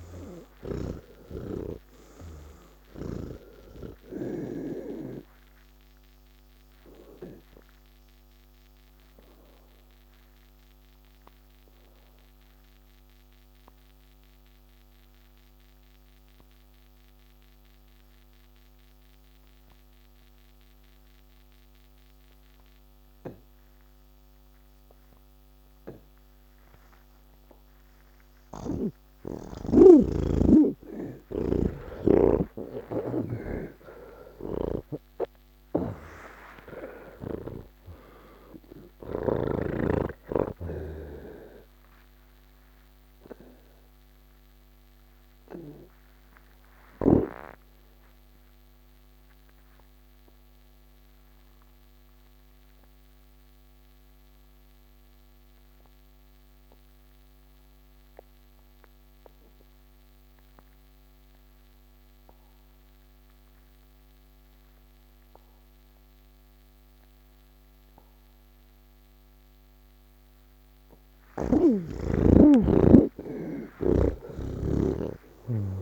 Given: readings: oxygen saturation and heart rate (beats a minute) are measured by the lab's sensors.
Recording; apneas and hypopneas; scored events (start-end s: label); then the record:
breathing in sleep by a microphone on the trachea; 2
0.00-22.00 s: oxygen desaturation (device-marked, oxygen 77% lowest, heart rate 81 extreme)
6.00-28.00 s: obstructive apnea (oxygen 99% before, 77% lowest, heart rate 158 before, 81 extreme, up 58 after)
27.00-55.00 s: oxygen desaturation (device-marked, oxygen 98% before, 82% lowest, heart rate 146 before, 35 extreme)
28.50-38.00 s: snoring (device-marked)
42.50-70.00 s: obstructive apnea (oxygen 98% before, 79% lowest, heart rate 123 before, 35 extreme)
64.00-75.82 s: oxygen desaturation (device-marked, oxygen 98% before, 79% lowest, heart rate 114 before, 78 extreme)
74.00-75.82 s: snoring (device-marked)
From the record:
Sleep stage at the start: N3 (deep sleep); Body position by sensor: on the back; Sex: male